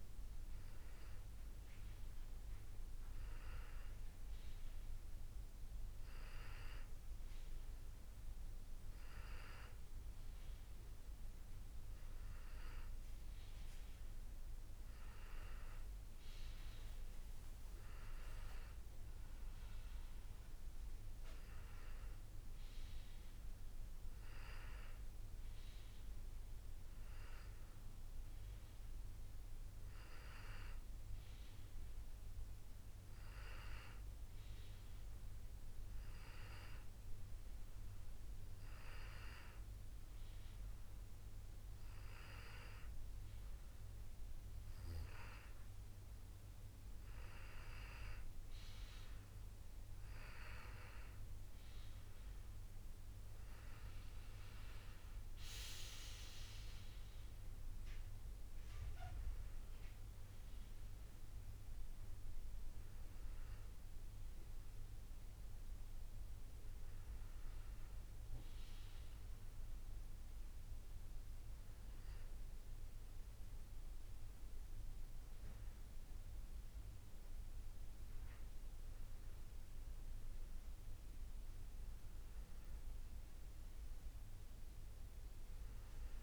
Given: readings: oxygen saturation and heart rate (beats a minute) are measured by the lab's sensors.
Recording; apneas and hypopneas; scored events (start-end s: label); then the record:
breathing in sleep by a room microphone; none
none scored
From the record:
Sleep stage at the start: N1 (lightest sleep); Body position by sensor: on the back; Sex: male